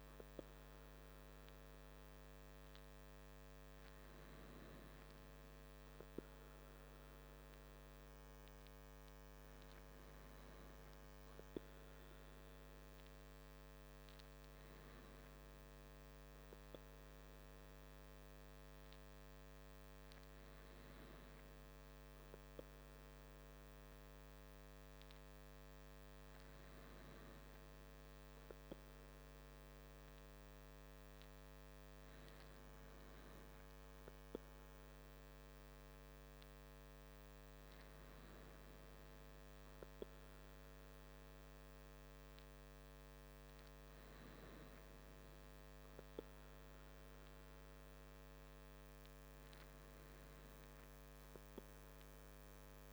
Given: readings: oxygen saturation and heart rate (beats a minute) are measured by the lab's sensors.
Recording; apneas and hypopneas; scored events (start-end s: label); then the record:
breathing in sleep, hard to hear, by a microphone on the trachea; none
none scored
From the record:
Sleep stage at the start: N2 (light sleep); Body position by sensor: on the back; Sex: male